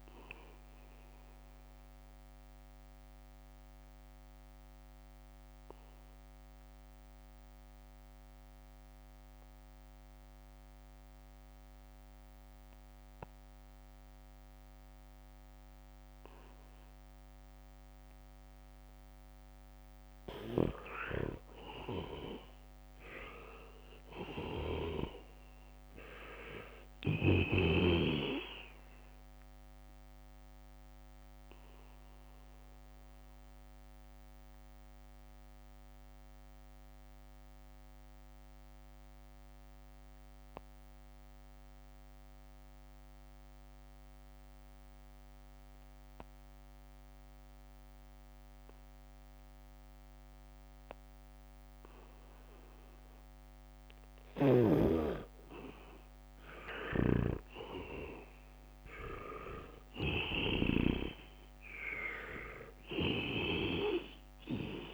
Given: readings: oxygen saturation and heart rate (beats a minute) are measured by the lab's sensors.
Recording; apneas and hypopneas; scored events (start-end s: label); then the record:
breathing in sleep by a microphone on the trachea; 2
0.00-14.00 s: oxygen desaturation (device-marked, oxygen 83% lowest, heart rate 73 extreme)
1.00-19.00 s: obstructive apnea (oxygen 98% before, 81% lowest, heart rate 73 before, 73 extreme)
20.50-23.50 s: arousal
20.50-25.50 s: leg movement (device-marked)
21.00-25.50 s: snoring (device-marked)
24.00-44.00 s: oxygen desaturation (device-marked, oxygen 99% before, 84% lowest, heart rate 75 before, 71 extreme)
30.50-55.00 s: obstructive apnea (oxygen 99% before, 81% lowest, heart rate 74 before, 71 extreme, up 3 after)
53.50-56.00 s: leg movement (device-marked)
56.00-64.94 s: oxygen desaturation (device-marked, oxygen 99% before, 81% lowest, heart rate 74 before, 73 extreme)
57.00-64.94 s: snoring (device-marked)
58.50-62.00 s: arousal
From the record:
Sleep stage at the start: N2 (light sleep); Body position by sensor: on the back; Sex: male